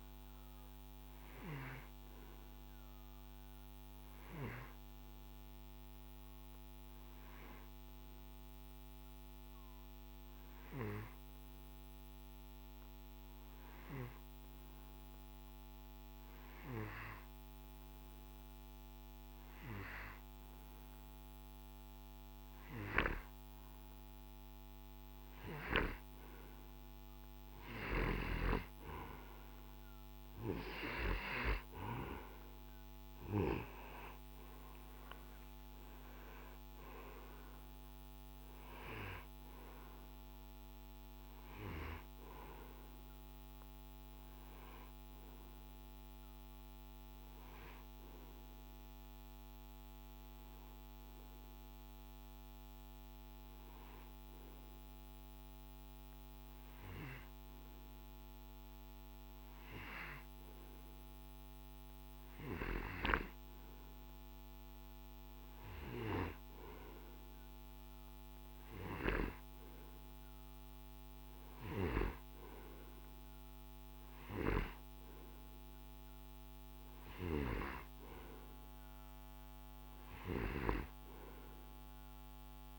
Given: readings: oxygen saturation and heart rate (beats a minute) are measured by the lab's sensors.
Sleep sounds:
breathing in sleep by a microphone on the trachea; 2
0.00-1.00 s: oxygen desaturation (device-marked, oxygen 91% lowest, heart rate 52 extreme)
6.00-24.50 s: hypopnea (oxygen 95% before, 89% lowest, heart rate 64 before, 53 extreme, up 9 after)
23.00-43.00 s: oxygen desaturation (device-marked, oxygen 95% before, 89% lowest, heart rate 55 before, 56 extreme)
27.50-32.00 s: arousal
50.00-65.50 s: hypopnea (oxygen 95% before, 92% lowest, heart rate 65 before, 55 extreme, up 2 after)
68.50-72.50 s: arousal
From the record:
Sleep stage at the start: N2 (light sleep); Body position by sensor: on the right side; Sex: male

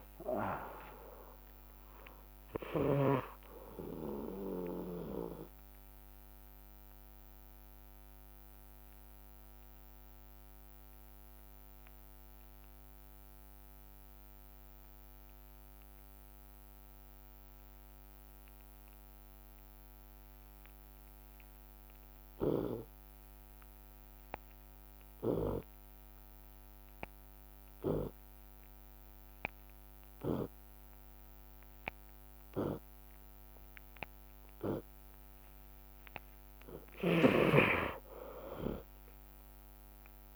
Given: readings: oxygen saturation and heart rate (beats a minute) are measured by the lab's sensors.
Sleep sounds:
breathing in sleep by a microphone on the trachea; 1
0.00-12.50 s: drop in pulse transit time (device-marked)
5.00-35.50 s: obstructive apnea (oxygen 97% before, 80% lowest, heart rate 72 before, 56 extreme, up 24 after)
11.50-21.50 s: oxygen desaturation (device-marked, oxygen 96% before, 80% lowest, heart rate 49 before, 56 extreme)
35.00-37.00 s: long interval between heartbeats (device-marked, heart rate 57 before, 66 extreme)
37.00-40.36 s: snoring (device-marked)
37.50-40.36 s: arousal
From the record:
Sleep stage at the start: N2 (light sleep); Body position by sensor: on the left side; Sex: male

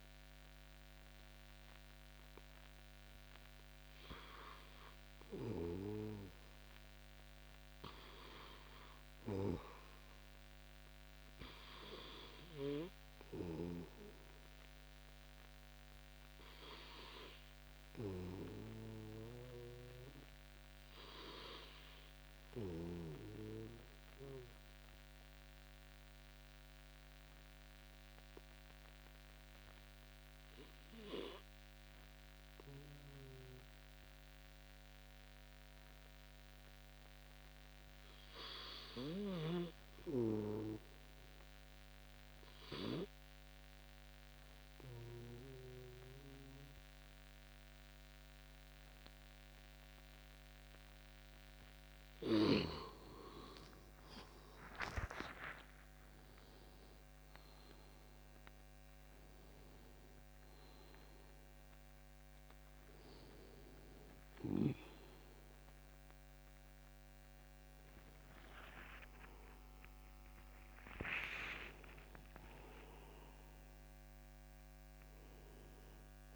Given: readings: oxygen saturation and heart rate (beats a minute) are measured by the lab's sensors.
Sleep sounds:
breathing in sleep by a microphone on the trachea; 1
0.00-6.50 s: oxygen desaturation (device-marked, oxygen 93% lowest)
24.00-40.00 s: obstructive apnea (oxygen 95% before, 90% lowest, heart rate 57 before, 29 extreme, up 5 after)
30.50-76.35 s: new sleep stage, N2 (light sleep)
49.50-73.50 s: oxygen desaturation (device-marked, oxygen 95% before, 90% lowest, heart rate 57 before, 29 extreme)
50.00-54.50 s: arousal
70.00-74.50 s: arousal
From the record:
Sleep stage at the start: REM sleep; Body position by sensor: on the back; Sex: male

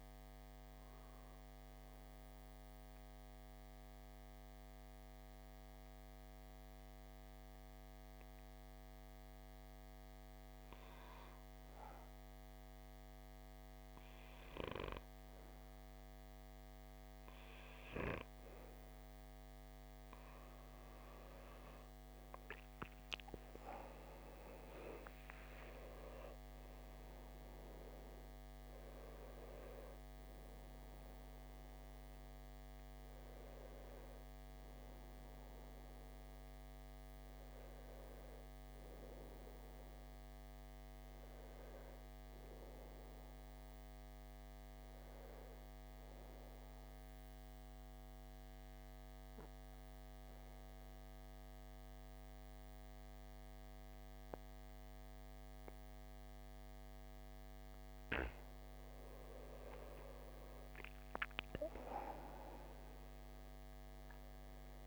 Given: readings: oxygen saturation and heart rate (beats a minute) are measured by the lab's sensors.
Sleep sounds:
breathing in sleep by a microphone on the trachea; 2
0.00-8.50 s: oxygen desaturation (device-marked, oxygen 89% lowest, heart rate 56 extreme)
2.00-19.00 s: hypopnea (oxygen 95% before, 87% lowest, heart rate 63 before, 56 extreme, up 14 after)
19.50-42.50 s: oxygen desaturation (device-marked, oxygen 97% before, 90% lowest, heart rate 58 before, 58 extreme)
22.00-25.50 s: arousal
46.50-58.50 s: obstructive apnea (oxygen 97% before, 87% lowest, heart rate 65 before, 57 extreme, up 10 after)
61.50-64.87 s: arousal
63.50-64.87 s: oxygen desaturation (device-marked, oxygen 96% before, 87% lowest, heart rate 59 before, 56 extreme)
From the record:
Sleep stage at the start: N2 (light sleep); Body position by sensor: on the back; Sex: male

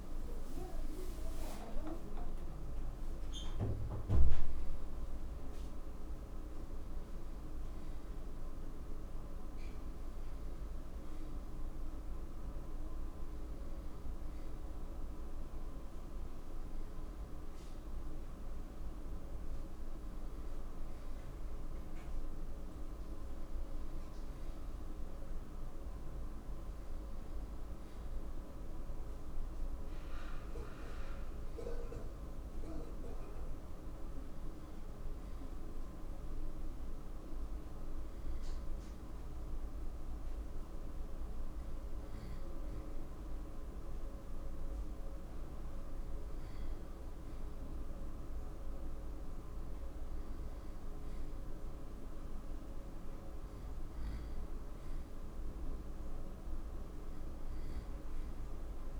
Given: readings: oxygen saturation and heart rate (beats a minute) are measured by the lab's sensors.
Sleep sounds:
breathing in sleep, hard to hear, by a room microphone; none
42.50-59.00 s: new sleep stage, N2 (light sleep)
From the record:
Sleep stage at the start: N1 (lightest sleep); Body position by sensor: on the right side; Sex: male

